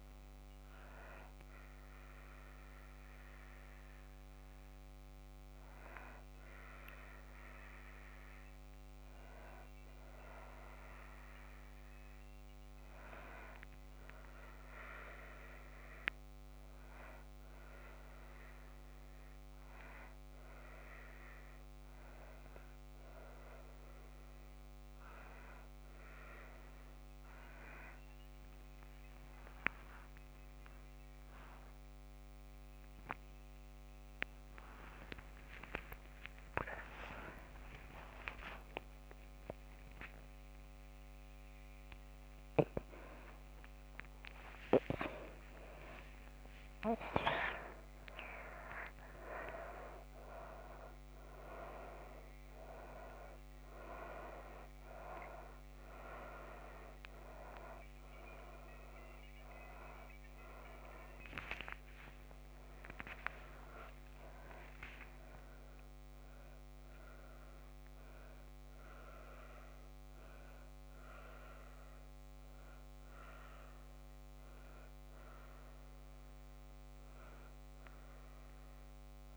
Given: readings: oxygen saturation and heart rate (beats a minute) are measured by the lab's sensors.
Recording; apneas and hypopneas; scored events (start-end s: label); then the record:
a person awake in a sleep study, by a microphone on the trachea; none
14.00-79.37 s: new sleep stage, awake
From the record:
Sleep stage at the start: N2 (light sleep); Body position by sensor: on the back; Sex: female